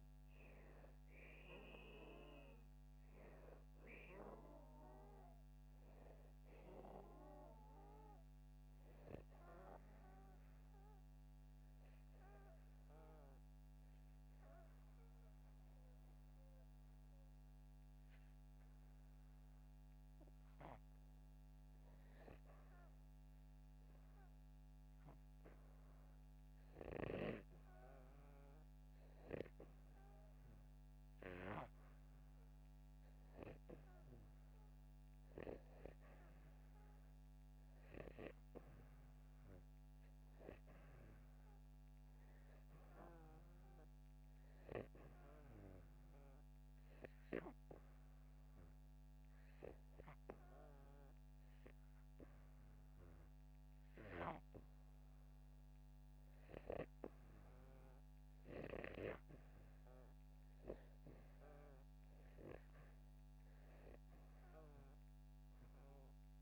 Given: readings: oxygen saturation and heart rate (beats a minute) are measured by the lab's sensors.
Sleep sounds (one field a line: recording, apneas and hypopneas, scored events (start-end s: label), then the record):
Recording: breathing in sleep by a microphone on the trachea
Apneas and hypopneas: 2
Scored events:
13.50-27.00 s: hypopnea (oxygen 95% before, 92% lowest, heart rate 85 before, 78 extreme)
30.50-34.50 s: arousal
41.50-64.50 s: oxygen desaturation (device-marked, oxygen 99% before, 94% lowest, heart rate 82 before, 77 extreme)
46.00-57.50 s: obstructive apnea (oxygen 99% before, 92% lowest, heart rate 80 before, 77 extreme, up 5 after)
61.50-66.42 s: arousal
From the record:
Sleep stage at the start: REM sleep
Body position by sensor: upright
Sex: male